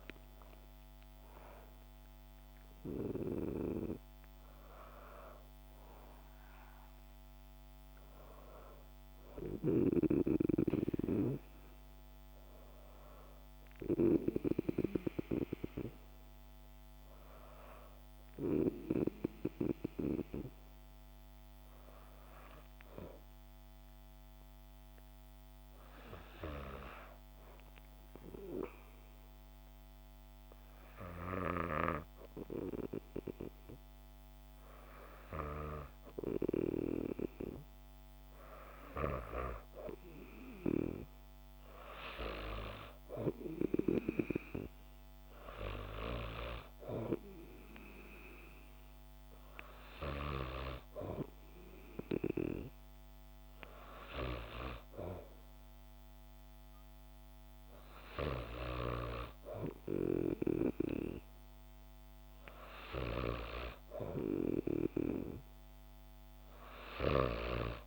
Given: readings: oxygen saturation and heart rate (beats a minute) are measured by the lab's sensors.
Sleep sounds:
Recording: breathing in sleep by a microphone on the trachea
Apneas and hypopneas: 1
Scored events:
28.50-39.00 s: obstructive apnea (oxygen 97% before, 93% lowest, heart rate 59 before, 57 extreme, up 2 after)
40.50-44.00 s: arousal
40.50-61.50 s: oxygen desaturation (device-marked, oxygen 97% before, 93% lowest, heart rate 59 before, 57 extreme)
From the record:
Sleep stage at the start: N2 (light sleep)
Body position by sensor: on the back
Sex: female

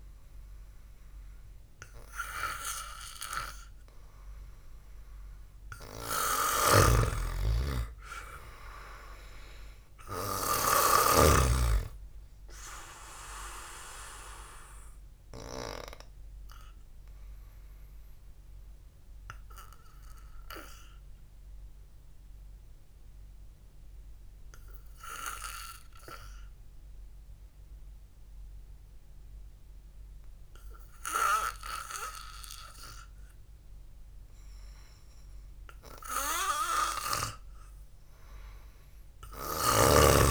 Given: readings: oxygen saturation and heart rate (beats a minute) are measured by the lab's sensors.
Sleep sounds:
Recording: breathing in sleep by a room microphone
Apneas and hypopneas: 1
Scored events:
0.00-2.50 s: arousal
4.50-35.50 s: oxygen desaturation (device-marked, oxygen 99% before, 92% lowest, heart rate 65 before, 53 extreme)
7.00-11.50 s: snoring (device-marked)
19.00-36.00 s: obstructive apnea (oxygen 99% before, 92% lowest, heart rate 59 before, 62 extreme, up 3 after)
38.00-40.31 s: arousal
From the record:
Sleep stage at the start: N2 (light sleep)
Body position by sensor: on the back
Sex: male

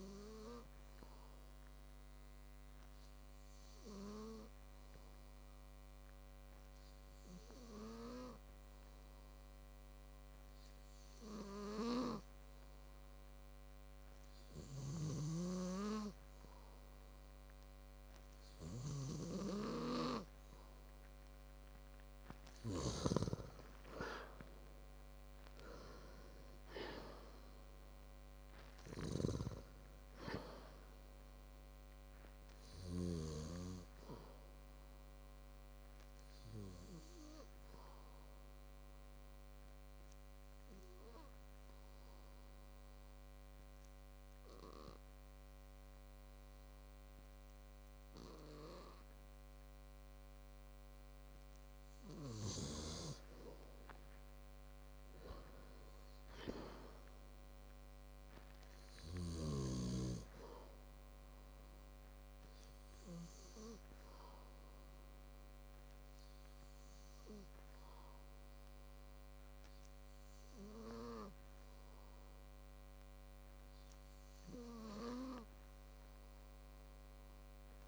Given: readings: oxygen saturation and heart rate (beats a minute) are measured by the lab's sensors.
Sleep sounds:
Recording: breathing in sleep by a microphone on the trachea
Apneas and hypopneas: 2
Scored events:
14.50-21.50 s: oxygen desaturation (device-marked, oxygen 98% before, 96% lowest, heart rate 57 before, 53 extreme)
28.00-31.50 s: arousal
39.00-53.50 s: hypopnea (oxygen 98% before, 93% lowest, heart rate 64 before, 53 extreme, up 8 after)
50.50-60.50 s: oxygen desaturation (device-marked, oxygen 97% before, 93% lowest, heart rate 57 before, 56 extreme)
55.50-58.00 s: arousal
60.50-71.50 s: hypopnea (oxygen 97% before, 93% lowest, heart rate 55 before, 56 extreme, up 1 after)
74.50-77.00 s: arousal
From the record:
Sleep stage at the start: N2 (light sleep)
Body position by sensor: on the back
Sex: male

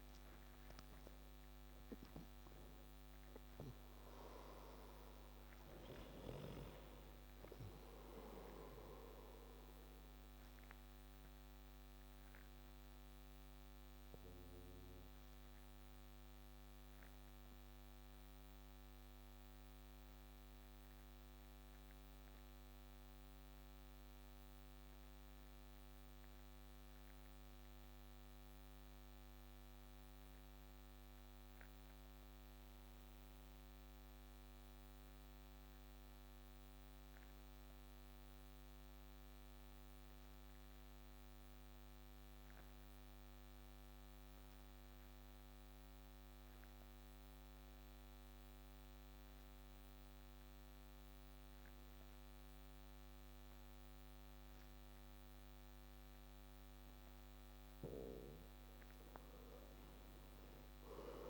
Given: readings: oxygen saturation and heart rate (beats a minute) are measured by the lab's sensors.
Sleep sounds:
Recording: breathing in sleep by a microphone on the trachea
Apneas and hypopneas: 1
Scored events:
0.00-29.00 s: oxygen desaturation (device-marked, oxygen 87% lowest)
11.50-57.00 s: obstructive apnea (oxygen 96% before, 87% lowest)
47.00-59.00 s: oxygen desaturation (device-marked, oxygen 97% before, 94% lowest)
From the record:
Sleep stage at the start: N2 (light sleep)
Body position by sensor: on the back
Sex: male

